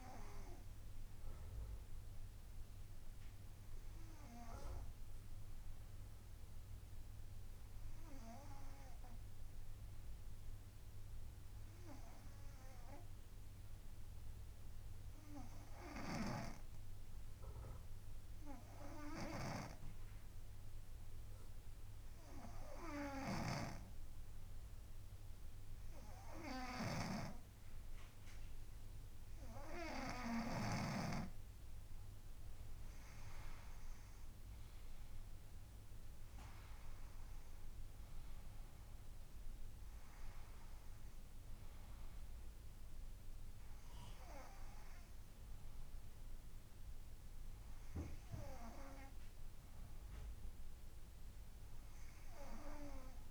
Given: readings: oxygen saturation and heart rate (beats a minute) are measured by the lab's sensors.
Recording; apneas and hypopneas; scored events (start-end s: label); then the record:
breathing in sleep by a room microphone; 1
15.00-30.50 s: hypopnea (oxygen 98% before, 93% lowest, heart rate 70 before, 67 extreme, up 8 after)
23.50-31.50 s: snoring (device-marked)
25.50-52.50 s: oxygen desaturation (device-marked, oxygen 96% before, 93% lowest, heart rate 66 before, 67 extreme)
34.50-39.00 s: arousal
From the record:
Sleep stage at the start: N2 (light sleep); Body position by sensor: on the front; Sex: female